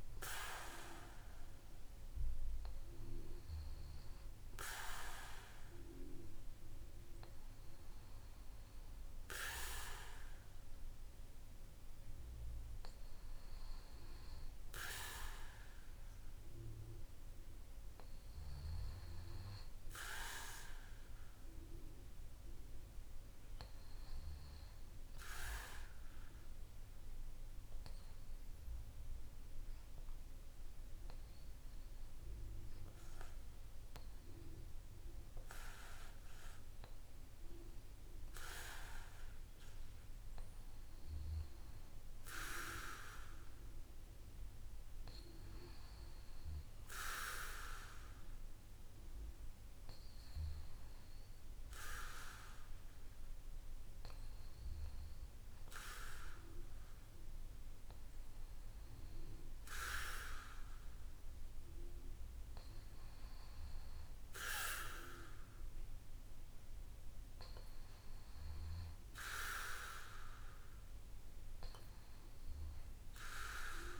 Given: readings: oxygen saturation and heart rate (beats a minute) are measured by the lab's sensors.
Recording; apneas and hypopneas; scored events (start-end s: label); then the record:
breathing in sleep by a room microphone; 1
7.50-74.00 s: new sleep stage, N2 (light sleep)
25.00-37.00 s: hypopnea (oxygen 95% before, 94% lowest, heart rate 56 before, 47 extreme, up 6 after)
37.50-42.00 s: arousal
68.00-72.00 s: arousal
From the record:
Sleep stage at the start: N1 (lightest sleep); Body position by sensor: on the back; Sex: male